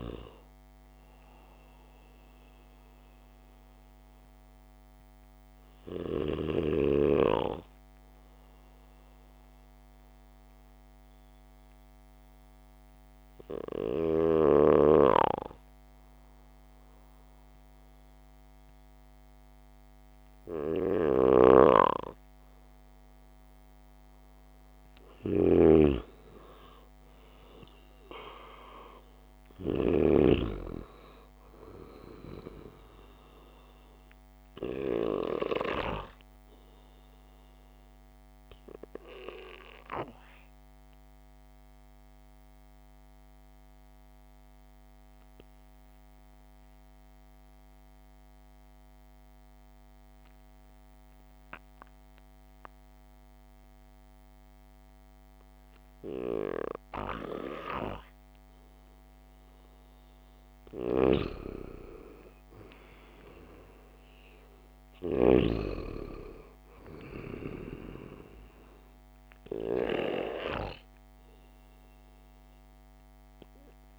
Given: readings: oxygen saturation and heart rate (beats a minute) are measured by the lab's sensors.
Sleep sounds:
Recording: breathing in sleep by a microphone on the trachea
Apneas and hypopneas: 1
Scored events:
21.00-30.00 s: snoring (device-marked)
26.50-51.50 s: oxygen desaturation (device-marked, oxygen 99% before, 94% lowest, heart rate 60 before, 53 extreme)
39.50-56.50 s: obstructive apnea (oxygen 99% before, 92% lowest, heart rate 59 before, 53 extreme, up 0 after)
59.50-63.00 s: arousal
61.00-65.50 s: snoring (device-marked)
62.50-73.99 s: new sleep stage, REM sleep
64.50-73.99 s: oxygen desaturation (device-marked, oxygen 98% before, 93% lowest, heart rate 59 before, 51 extreme)
From the record:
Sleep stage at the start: N2 (light sleep)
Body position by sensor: on the back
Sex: male

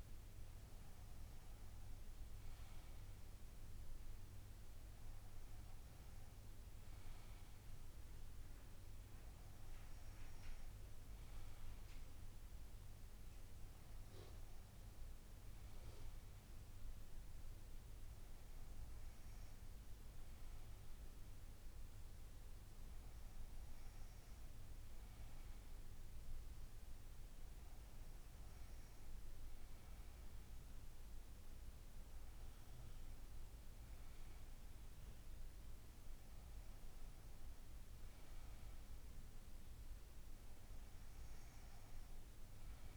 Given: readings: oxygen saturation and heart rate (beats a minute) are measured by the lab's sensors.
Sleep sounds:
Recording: breathing in sleep, hard to hear, by a room microphone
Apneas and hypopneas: none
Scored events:
none scored
From the record:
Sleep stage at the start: N2 (light sleep)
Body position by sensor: on the front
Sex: female

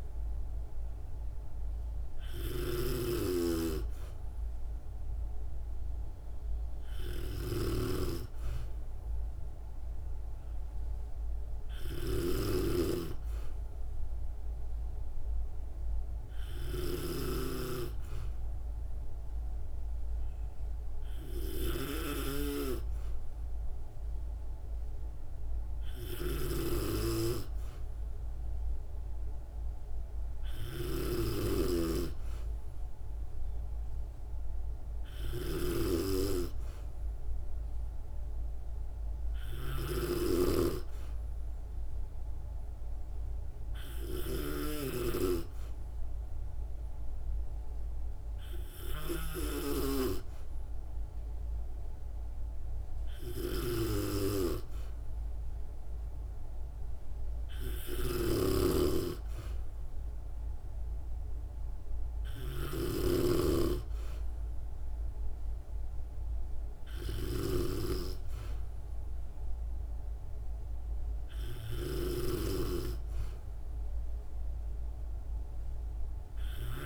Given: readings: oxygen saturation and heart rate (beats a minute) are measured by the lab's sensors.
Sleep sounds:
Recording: breathing in sleep by a room microphone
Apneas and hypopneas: none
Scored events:
0.00-49.50 s: snoring (device-marked)
58.00-76.86 s: snoring (device-marked)
From the record:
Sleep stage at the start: N2 (light sleep)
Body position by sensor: on the back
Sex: female

